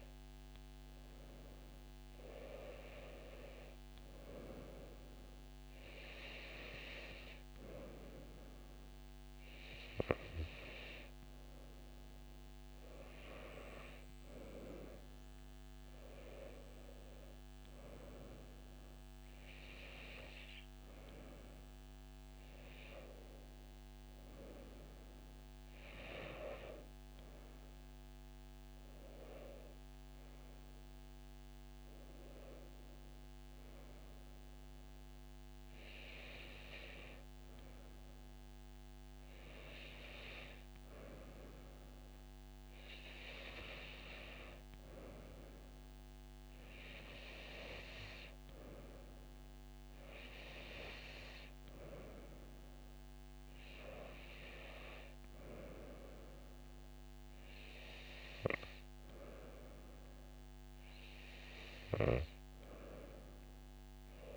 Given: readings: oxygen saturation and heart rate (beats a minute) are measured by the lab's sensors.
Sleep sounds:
breathing in sleep by a microphone on the trachea; none
none scored
From the record:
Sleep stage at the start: N2 (light sleep); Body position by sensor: on the right side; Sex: female

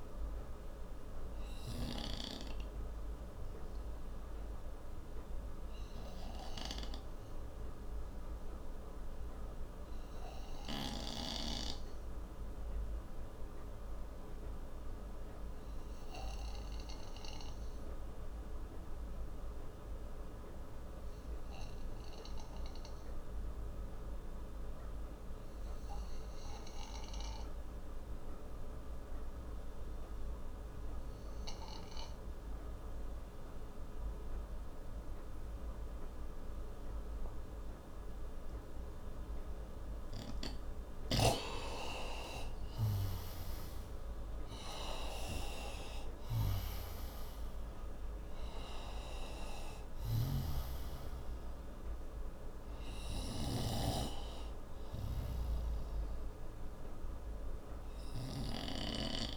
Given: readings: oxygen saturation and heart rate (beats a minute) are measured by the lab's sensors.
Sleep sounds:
breathing in sleep by a room microphone; 1
0.00-22.50 s: oxygen desaturation (device-marked, oxygen 90% lowest)
2.50-39.50 s: obstructive apnea (oxygen 98% before, 87% lowest)
35.50-59.37 s: oxygen desaturation (device-marked, oxygen 97% before, 87% lowest)
42.00-45.50 s: arousal
50.00-53.50 s: snoring (device-marked)
From the record:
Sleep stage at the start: N2 (light sleep); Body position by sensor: on the right side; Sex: male

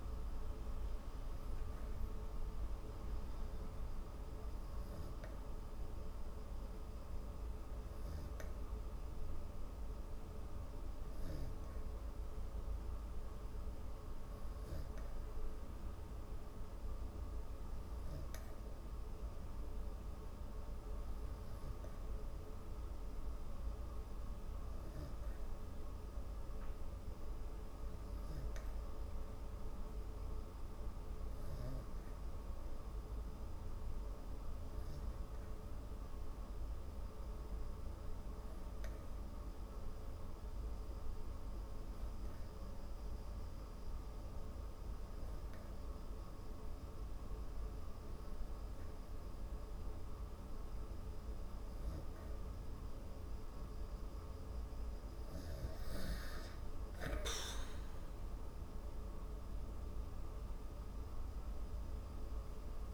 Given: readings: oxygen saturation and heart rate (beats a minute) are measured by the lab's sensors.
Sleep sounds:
breathing in sleep, hard to hear, by a room microphone; none
none scored
From the record:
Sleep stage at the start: N3 (deep sleep); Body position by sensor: on the back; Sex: female

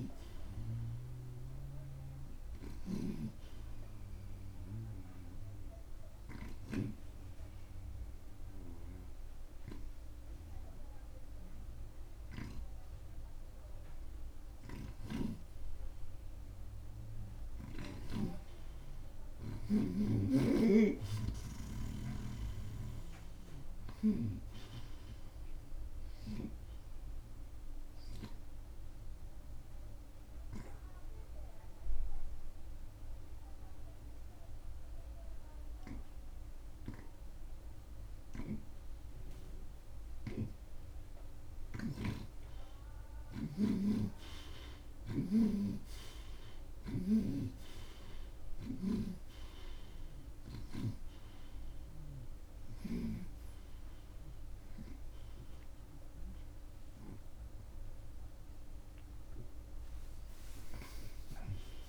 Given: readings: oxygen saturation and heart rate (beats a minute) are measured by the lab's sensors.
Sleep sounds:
breathing in sleep by a room microphone; 2
0.00-1.50 s: arousal
0.00-7.00 s: snoring (device-marked)
3.50-11.50 s: oxygen desaturation (device-marked, oxygen 93% before, 87% lowest)
5.50-17.00 s: hypopnea (oxygen 93% before, 83% lowest)
15.00-18.50 s: snoring (device-marked)
19.50-23.50 s: arousal
20.50-24.50 s: snoring (device-marked)
24.50-47.50 s: oxygen desaturation (device-marked, oxygen 91% before, 86% lowest)
29.00-42.00 s: obstructive apnea (oxygen 92% before, 83% lowest)
38.50-45.50 s: snoring (device-marked)
44.00-47.50 s: arousal
47.50-51.00 s: snoring (device-marked)
54.50-61.89 s: oxygen desaturation (device-marked, oxygen 94% before, 83% lowest)
56.50-61.00 s: arousal
From the record:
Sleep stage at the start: N2 (light sleep); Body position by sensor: on the back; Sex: male

